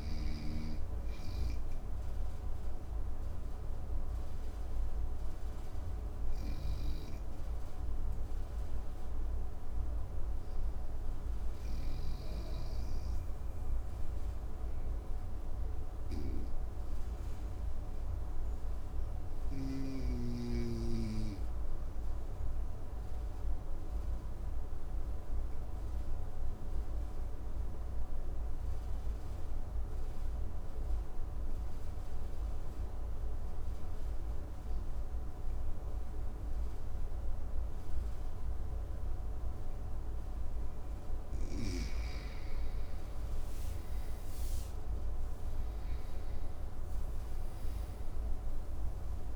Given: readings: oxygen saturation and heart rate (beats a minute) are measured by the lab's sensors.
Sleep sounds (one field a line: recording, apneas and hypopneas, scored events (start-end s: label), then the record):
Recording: breathing in sleep by a room microphone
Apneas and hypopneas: 1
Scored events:
0.00-14.50 s: oxygen desaturation (device-marked, oxygen 92% lowest, heart rate 53 extreme)
0.50-40.50 s: obstructive apnea (oxygen 99% before, 91% lowest, heart rate 59 before, 53 extreme, up 9 after)
35.50-49.36 s: oxygen desaturation (device-marked, oxygen 98% before, 91% lowest, heart rate 56 before, 53 extreme)
42.50-47.00 s: arousal
From the record:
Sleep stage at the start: N2 (light sleep)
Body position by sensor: on the right side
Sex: male